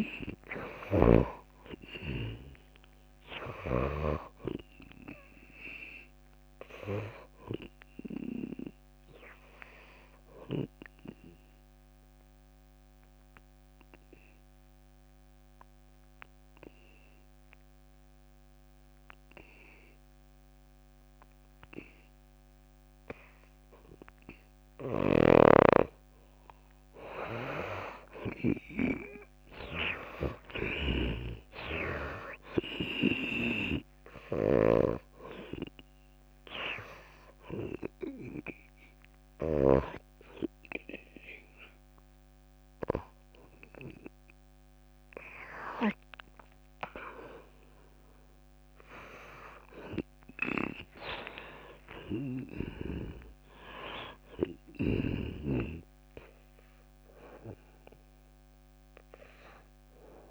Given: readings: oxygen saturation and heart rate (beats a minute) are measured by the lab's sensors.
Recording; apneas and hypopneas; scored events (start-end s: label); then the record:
breathing in sleep by a microphone on the trachea; 1
0.00-4.50 s: snoring (device-marked)
11.50-24.00 s: obstructive apnea (oxygen 94% before, 86% lowest, heart rate 63 before, 61 extreme, up 18 after)
25.00-40.00 s: snoring (device-marked)
26.00-30.00 s: arousal
26.00-45.00 s: oxygen desaturation (device-marked, oxygen 96% before, 86% lowest, heart rate 67 before, 60 extreme)
30.00-32.00 s: long interval between heartbeats (device-marked, heart rate 66 before, 79 extreme)
51.00-55.00 s: arousal
From the record:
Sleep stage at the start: N2 (light sleep); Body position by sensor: on the back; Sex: female